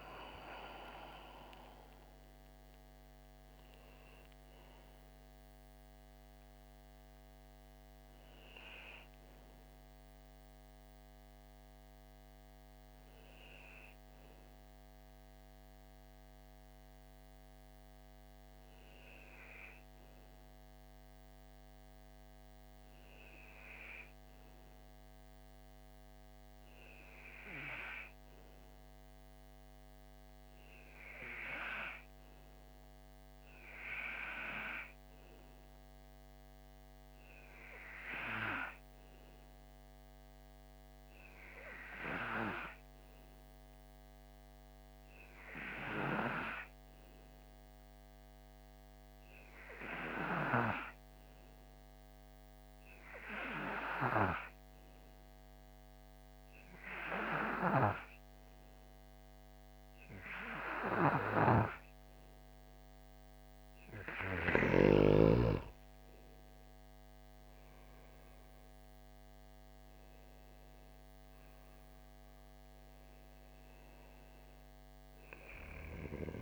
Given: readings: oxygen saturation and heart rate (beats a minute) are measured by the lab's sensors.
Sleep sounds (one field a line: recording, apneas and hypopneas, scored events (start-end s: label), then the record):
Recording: breathing in sleep by a microphone on the trachea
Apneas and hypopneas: 1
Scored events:
0.00-1.00 s: arousal
5.00-26.00 s: oxygen desaturation (device-marked, oxygen 93% before, 89% lowest, heart rate 62 before, 49 extreme)
16.00-65.00 s: hypopnea (oxygen 94% before, 89% lowest, heart rate 61 before, 49 extreme, up 7 after)
50.00-71.00 s: oxygen desaturation (device-marked, oxygen 96% before, 92% lowest, heart rate 54 before, 53 extreme)
69.00-73.00 s: arousal
From the record:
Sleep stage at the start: N2 (light sleep)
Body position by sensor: on the right side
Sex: male